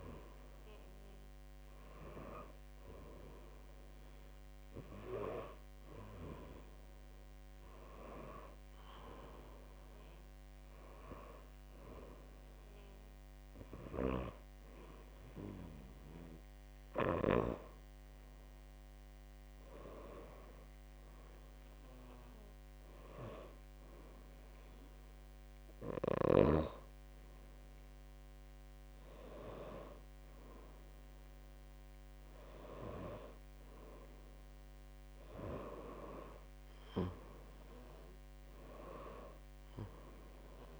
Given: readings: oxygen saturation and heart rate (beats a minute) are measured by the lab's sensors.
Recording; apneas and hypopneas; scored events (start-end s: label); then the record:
breathing in sleep by a microphone on the trachea; none
34.50-37.00 s: arousal
From the record:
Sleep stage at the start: N2 (light sleep); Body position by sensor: on the back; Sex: female